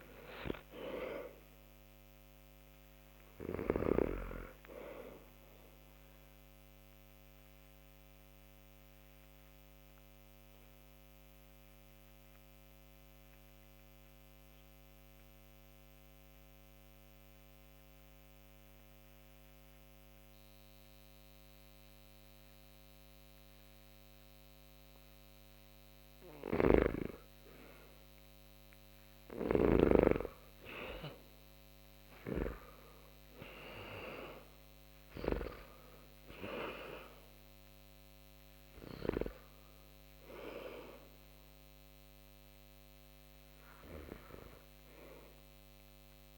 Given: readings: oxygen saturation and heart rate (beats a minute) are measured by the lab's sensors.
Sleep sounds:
breathing in sleep by a microphone on the trachea; 1
0.00-2.00 s: arousal
6.50-20.50 s: oxygen desaturation (device-marked, oxygen 99% before, 90% lowest)
6.50-24.00 s: obstructive apnea (oxygen 99% before, 86% lowest)
25.50-29.00 s: snoring (device-marked)
28.00-32.50 s: arousal
32.50-46.38 s: oxygen desaturation (device-marked, oxygen 96% before, 86% lowest)
From the record:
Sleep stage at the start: N2 (light sleep); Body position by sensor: on the back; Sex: male

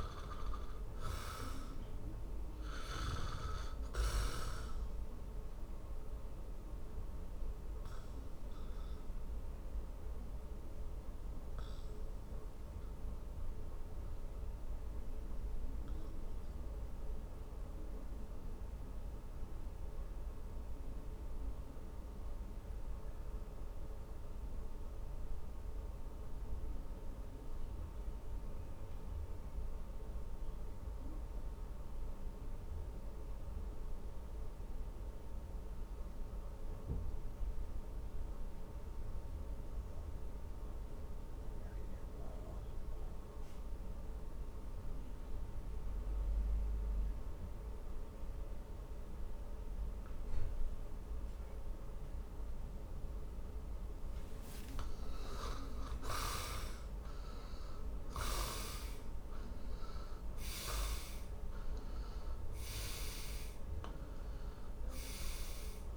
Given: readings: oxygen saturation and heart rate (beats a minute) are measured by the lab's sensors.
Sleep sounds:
breathing in sleep by a room microphone; 1
5.50-54.00 s: obstructive apnea (oxygen 97% before, 82% lowest, heart rate 57 before, 43 extreme, up 22 after)
25.00-36.00 s: oxygen desaturation (device-marked, oxygen 98% before, 84% lowest, heart rate 46 before, 47 extreme)
48.00-65.96 s: oxygen desaturation (device-marked, oxygen 99% before, 91% lowest, heart rate 49 before, 48 extreme)
From the record:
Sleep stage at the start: N2 (light sleep); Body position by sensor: on the back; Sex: male

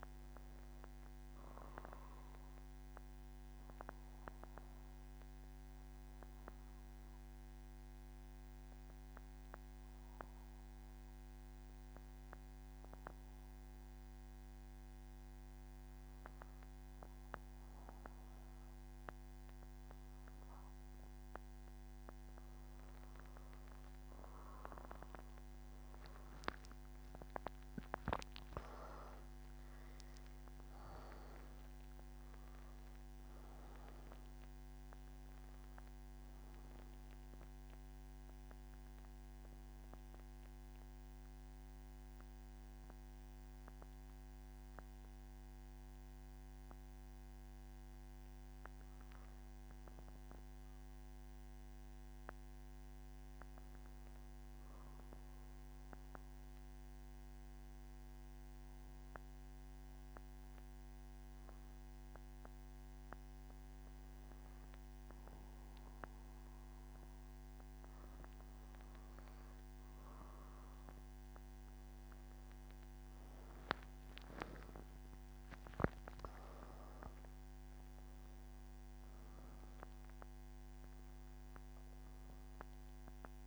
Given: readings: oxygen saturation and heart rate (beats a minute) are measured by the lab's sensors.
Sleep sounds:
breathing in sleep by a microphone on the trachea; 2
0.00-11.50 s: oxygen desaturation (device-marked, oxygen 92% lowest, heart rate 117 extreme)
3.00-23.00 s: mixed apnea (oxygen 97% before, 91% lowest, heart rate 121 before, 117 extreme, up 35 after)
33.50-52.50 s: oxygen desaturation (device-marked, oxygen 95% before, 91% lowest, heart rate 129 before, 117 extreme)
55.50-68.50 s: obstructive apnea (oxygen 95% before, 90% lowest, heart rate 131 before, 117 extreme, up 12 after)
79.50-83.47 s: oxygen desaturation (device-marked, oxygen 94% before, 91% lowest, heart rate 121 before, 119 extreme)
From the record:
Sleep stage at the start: N1 (lightest sleep); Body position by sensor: on the back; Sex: male

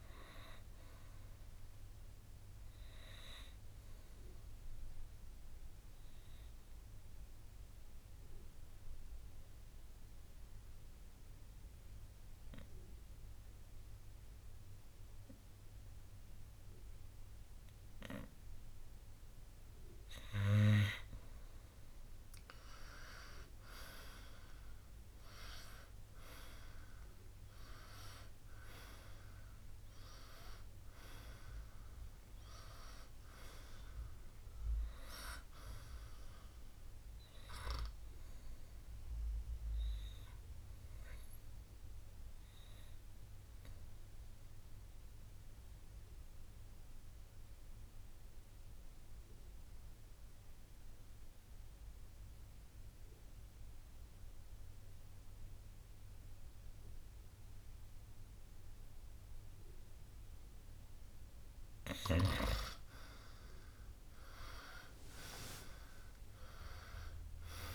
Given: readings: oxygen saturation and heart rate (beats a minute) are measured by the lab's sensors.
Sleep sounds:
breathing in sleep by a room microphone; 2
3.50-19.00 s: obstructive apnea (oxygen 94% before, 91% lowest, heart rate 68 before, 59 extreme, up 5 after)
22.50-27.00 s: arousal
32.00-56.00 s: oxygen desaturation (device-marked, oxygen 96% before, 91% lowest, heart rate 62 before, 58 extreme)
38.50-61.00 s: obstructive apnea (oxygen 96% before, 91% lowest, heart rate 64 before, 58 extreme, up 9 after)
64.00-67.50 s: arousal
From the record:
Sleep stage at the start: N2 (light sleep); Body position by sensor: on the right side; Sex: male

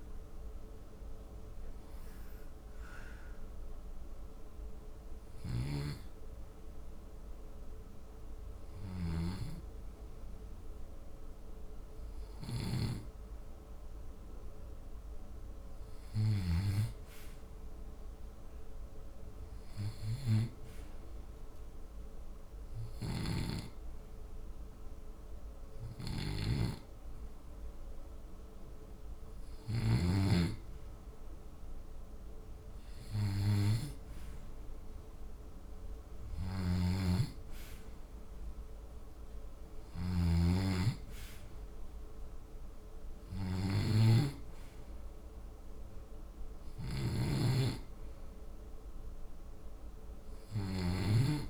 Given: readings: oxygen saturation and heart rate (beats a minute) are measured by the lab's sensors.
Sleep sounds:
breathing in sleep by a room microphone; 1
3.00-15.50 s: hypopnea (oxygen 98% before, 93% lowest, heart rate 81 before, 71 extreme, up 1 after)
18.50-22.50 s: arousal
36.50-51.49 s: snoring (device-marked)
From the record:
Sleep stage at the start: N2 (light sleep); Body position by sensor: on the back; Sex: male

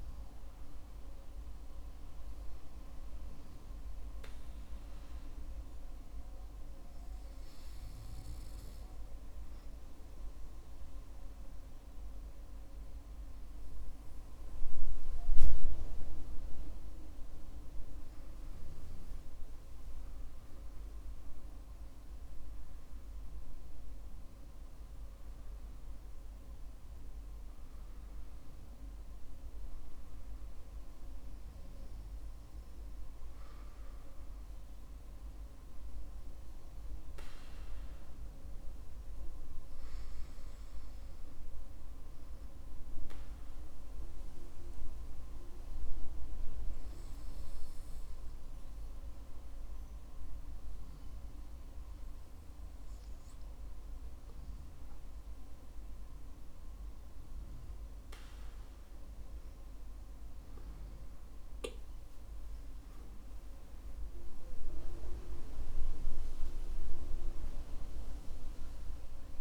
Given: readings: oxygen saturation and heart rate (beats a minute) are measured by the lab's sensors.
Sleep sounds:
breathing in sleep by a room microphone; 2
5.00-18.50 s: hypopnea (oxygen 97% before, 95% lowest, heart rate 56 before, 54 extreme, up 8 after)
20.00-25.00 s: arousal
44.00-58.50 s: hypopnea (oxygen 96% before, 94% lowest, heart rate 57 before, 53 extreme, up 11 after)
60.50-64.50 s: arousal
From the record:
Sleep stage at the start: N2 (light sleep); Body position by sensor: on the back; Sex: male

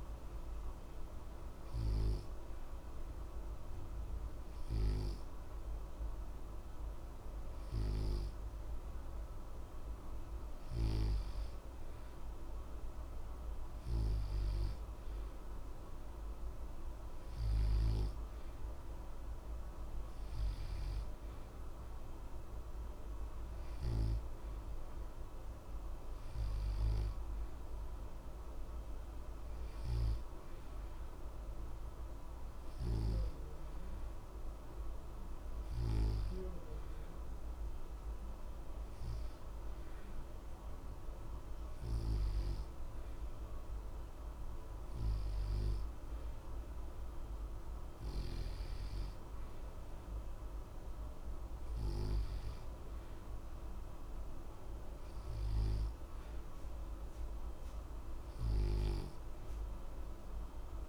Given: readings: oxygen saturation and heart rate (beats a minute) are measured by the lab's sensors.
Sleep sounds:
breathing in sleep by a room microphone; none
none scored
From the record:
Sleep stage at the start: N2 (light sleep); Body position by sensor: on the back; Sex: male

